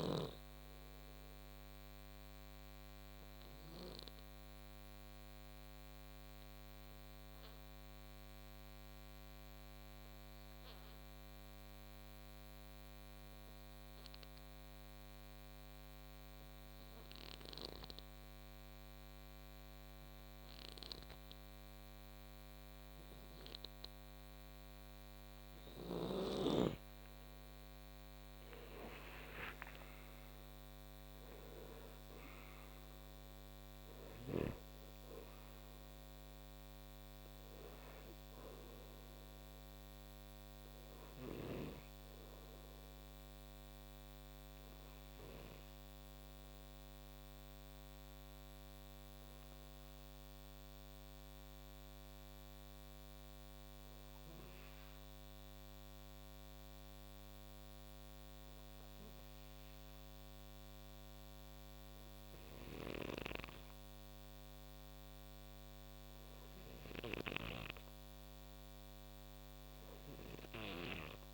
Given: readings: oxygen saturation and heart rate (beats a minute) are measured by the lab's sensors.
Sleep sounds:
breathing in sleep by a microphone on the trachea; 1
0.00-10.00 s: oxygen desaturation (device-marked, oxygen 86% lowest, heart rate 54 extreme)
2.00-25.00 s: obstructive apnea (oxygen 97% before, 86% lowest, heart rate 61 before, 56 extreme, up 12 after)
27.50-31.50 s: arousal
28.00-49.00 s: oxygen desaturation (device-marked, oxygen 95% before, 87% lowest, heart rate 57 before, 54 extreme)
67.00-71.34 s: oxygen desaturation (device-marked, oxygen 96% before, 89% lowest, heart rate 57 before, 55 extreme)
From the record:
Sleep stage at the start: N2 (light sleep); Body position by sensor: on the right side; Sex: male

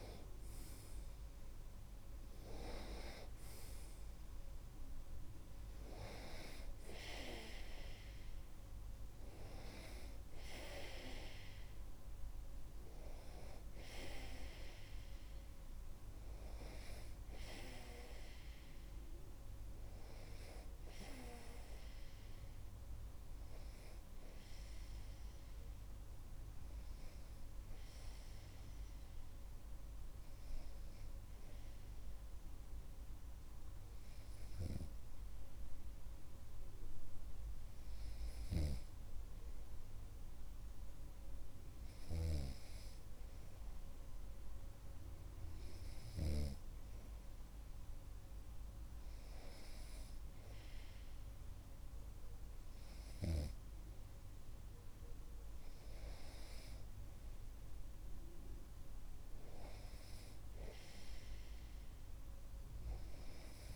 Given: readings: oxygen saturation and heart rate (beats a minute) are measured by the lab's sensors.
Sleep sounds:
breathing in sleep by a room microphone; 1
26.00-39.00 s: hypopnea (oxygen 97% before, 96% lowest)
40.50-44.50 s: arousal
From the record:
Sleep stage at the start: N2 (light sleep); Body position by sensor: on the right side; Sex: male

